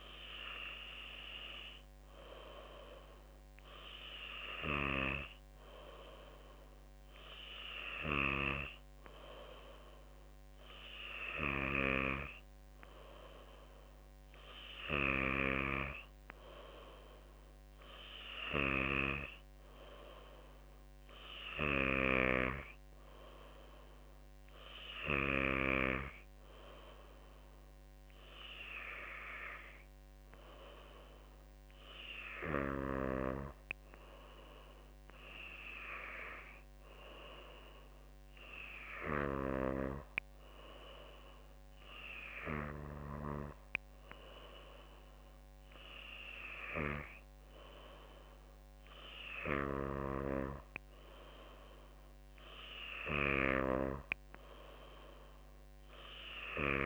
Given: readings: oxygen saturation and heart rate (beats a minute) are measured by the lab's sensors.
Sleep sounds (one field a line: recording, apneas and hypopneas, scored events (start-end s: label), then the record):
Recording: breathing in sleep by a microphone on the trachea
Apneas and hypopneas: none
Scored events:
none scored
From the record:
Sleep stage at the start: N3 (deep sleep)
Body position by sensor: on the back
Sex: female